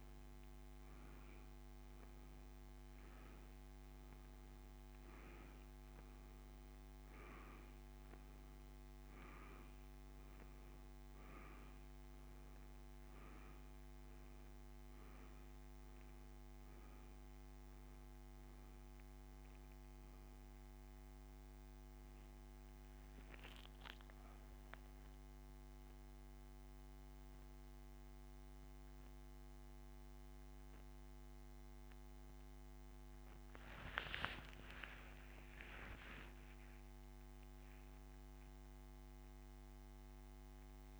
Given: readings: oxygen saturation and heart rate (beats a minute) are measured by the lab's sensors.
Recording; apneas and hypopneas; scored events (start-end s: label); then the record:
breathing in sleep, hard to hear, by a microphone on the trachea; none
0.00-1.00 s: arousal
6.00-40.99 s: oxygen desaturation (device-marked, oxygen 98% before, 85% lowest)
33.50-37.50 s: arousal
From the record:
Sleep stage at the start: N1 (lightest sleep); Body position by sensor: on the back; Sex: male